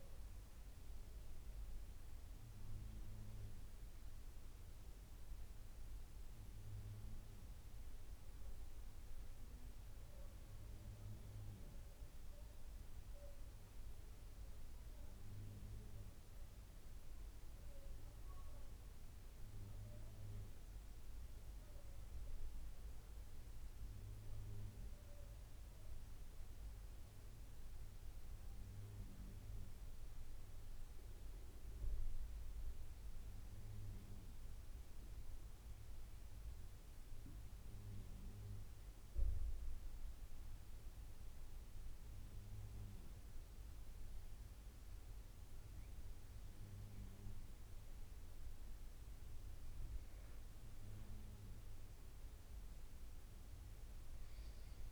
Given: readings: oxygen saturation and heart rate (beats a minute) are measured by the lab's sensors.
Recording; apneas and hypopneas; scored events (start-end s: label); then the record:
breathing in sleep, hard to hear, by a room microphone; 2
0.00-10.50 s: oxygen desaturation (device-marked, oxygen 90% lowest, heart rate 75 extreme)
7.00-20.00 s: mixed apnea (oxygen 93% before, 90% lowest, heart rate 84 before, 75 extreme, up 14 after)
22.00-25.50 s: arousal
26.50-38.50 s: oxygen desaturation (device-marked, oxygen 95% before, 90% lowest, heart rate 80 before, 78 extreme)
33.00-46.50 s: obstructive apnea (oxygen 95% before, 89% lowest, heart rate 83 before, 78 extreme, up 9 after)
49.00-52.00 s: arousal
51.50-54.92 s: oxygen desaturation (device-marked, oxygen 94% before, 91% lowest, heart rate 81 before, 72 extreme)
From the record:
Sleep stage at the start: N2 (light sleep); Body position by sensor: on the back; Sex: male